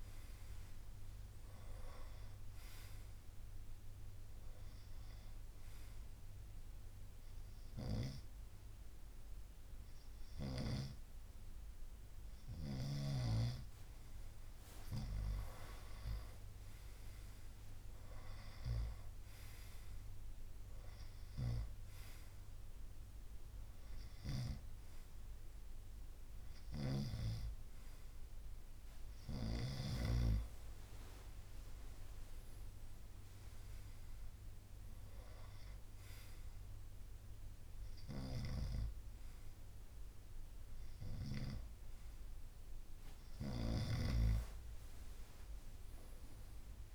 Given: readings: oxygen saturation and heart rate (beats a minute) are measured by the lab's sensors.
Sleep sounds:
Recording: breathing in sleep by a room microphone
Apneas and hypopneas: 1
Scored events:
4.50-14.50 s: hypopnea (oxygen 95% before, 93% lowest, heart rate 73 before, 63 extreme, up 8 after)
17.00-20.50 s: arousal
21.50-23.50 s: long interval between heartbeats (device-marked, heart rate 74 before, 66 extreme)
From the record:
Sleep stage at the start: N2 (light sleep)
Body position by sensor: on the right side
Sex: male

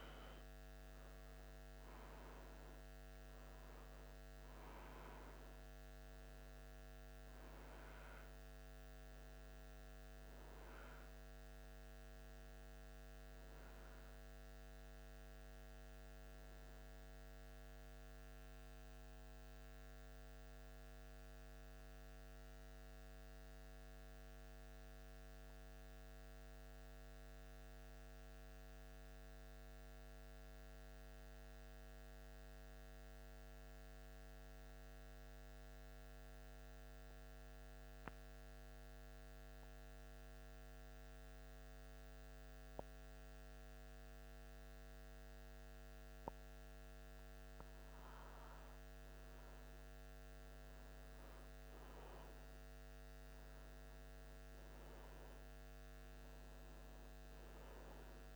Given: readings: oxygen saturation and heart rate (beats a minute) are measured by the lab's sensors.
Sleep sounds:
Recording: breathing in sleep, hard to hear, by a microphone on the trachea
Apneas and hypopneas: 1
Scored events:
0.00-18.00 s: oxygen desaturation (device-marked, oxygen 92% lowest, heart rate 74 extreme)
18.00-46.50 s: mixed apnea (oxygen 96% before, 90% lowest, heart rate 77 before, 75 extreme, up 2 after)
25.00-34.00 s: oxygen desaturation (device-marked, oxygen 93% before, 90% lowest, heart rate 77 before, 75 extreme)
42.00-51.00 s: oxygen desaturation (device-marked, oxygen 93% before, 90% lowest, heart rate 76 before, 75 extreme)
49.50-54.50 s: arousal
From the record:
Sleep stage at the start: N2 (light sleep)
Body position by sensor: on the back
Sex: male

